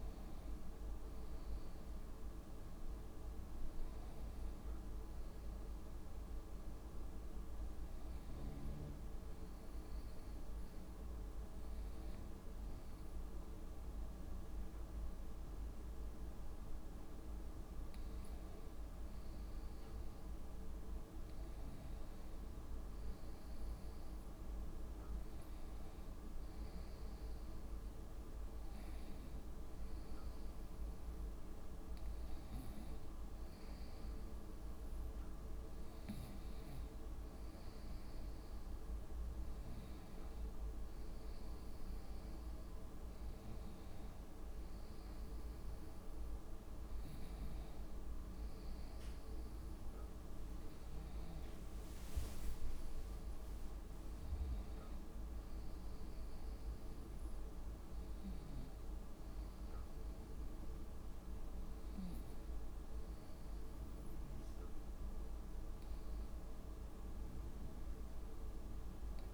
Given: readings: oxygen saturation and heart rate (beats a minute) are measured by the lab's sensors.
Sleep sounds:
a person awake in a sleep study, hard to hear, by a room microphone; none
26.00-39.00 s: oxygen desaturation (device-marked, oxygen 95% before, 92% lowest, heart rate 66 before, 64 extreme)
From the record:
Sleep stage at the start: awake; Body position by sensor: on the right side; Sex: female

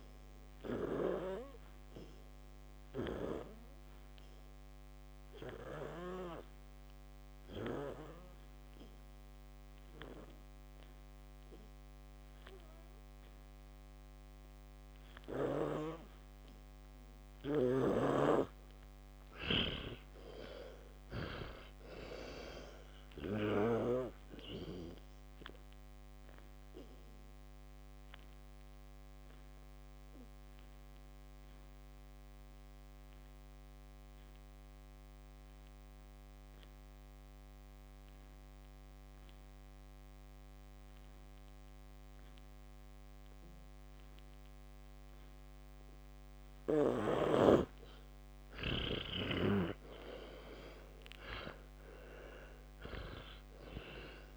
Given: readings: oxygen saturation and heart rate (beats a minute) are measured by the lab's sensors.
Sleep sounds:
breathing in sleep by a microphone on the trachea; 2
0.50-6.00 s: snoring (device-marked)
4.00-16.50 s: hypopnea (oxygen 99% before, 88% lowest, heart rate 61 before, 56 extreme, up 34 after)
17.50-23.50 s: snoring (device-marked)
19.00-23.00 s: arousal
28.50-45.00 s: obstructive apnea (oxygen 99% before, 88% lowest, heart rate 70 before, 58 extreme, up 31 after)
31.00-46.00 s: oxygen desaturation (device-marked, oxygen 98% before, 88% lowest, heart rate 69 before, 58 extreme)
48.50-51.50 s: arousal
From the record:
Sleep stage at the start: N2 (light sleep); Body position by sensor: on the back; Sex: male

